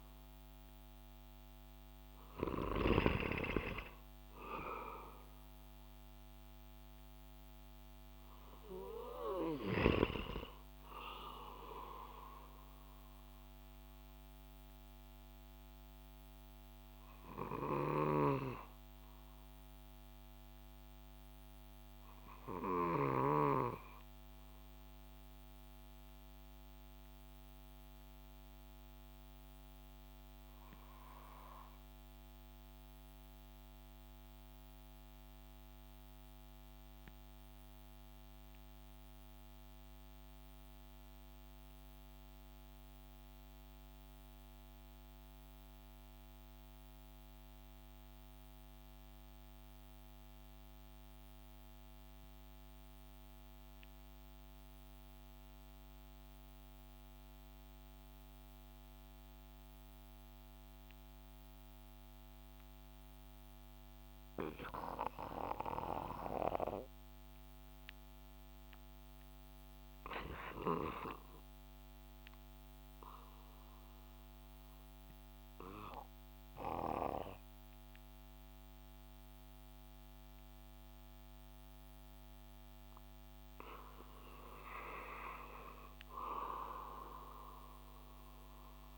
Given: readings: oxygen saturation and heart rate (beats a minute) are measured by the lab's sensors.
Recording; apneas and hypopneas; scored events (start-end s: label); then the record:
breathing in sleep by a microphone on the trachea; 1
0.00-2.50 s: snoring (device-marked)
0.00-24.00 s: oxygen desaturation (device-marked, oxygen 85% lowest)
12.50-84.50 s: obstructive apnea (oxygen 93% before, 84% lowest)
17.50-23.00 s: snoring (device-marked)
44.00-88.98 s: oxygen desaturation (device-marked, oxygen 99% before, 84% lowest)
51.00-88.98 s: new sleep stage, REM sleep
86.00-88.98 s: arousal
From the record:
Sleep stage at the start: N2 (light sleep); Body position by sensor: on the back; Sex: male